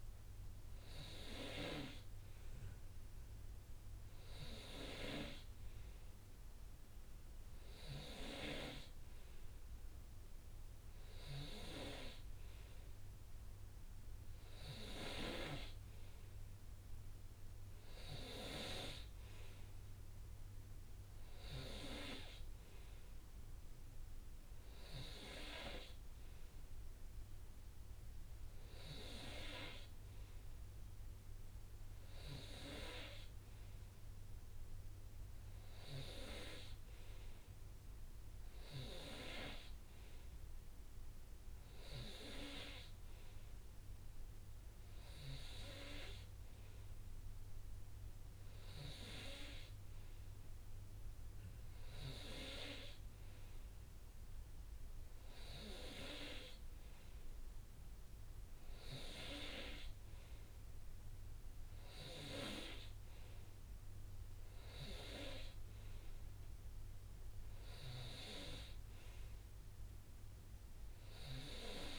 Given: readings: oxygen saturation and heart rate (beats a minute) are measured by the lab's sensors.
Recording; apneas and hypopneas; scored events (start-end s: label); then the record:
breathing in sleep by a room microphone; none
23.50-71.99 s: new sleep stage, N3 (deep sleep)
From the record:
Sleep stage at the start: N2 (light sleep); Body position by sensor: on the right side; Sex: male